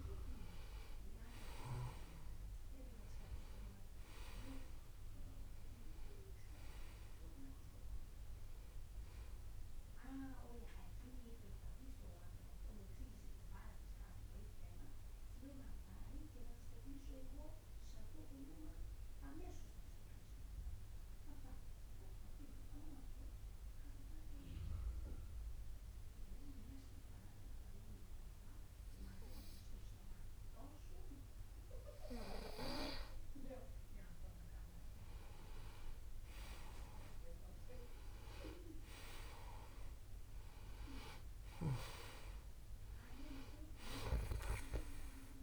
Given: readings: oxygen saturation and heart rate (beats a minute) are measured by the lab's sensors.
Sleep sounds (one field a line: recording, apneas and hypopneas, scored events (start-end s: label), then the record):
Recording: breathing in sleep by a room microphone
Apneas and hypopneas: 1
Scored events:
0.00-1.00 s: arousal
0.00-24.50 s: oxygen desaturation (device-marked, oxygen 92% lowest)
16.50-33.00 s: obstructive apnea (oxygen 97% before, 92% lowest)
35.50-39.50 s: arousal
38.50-45.43 s: oxygen desaturation (device-marked, oxygen 97% before, 93% lowest)
From the record:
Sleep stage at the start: N2 (light sleep)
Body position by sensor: on the back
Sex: male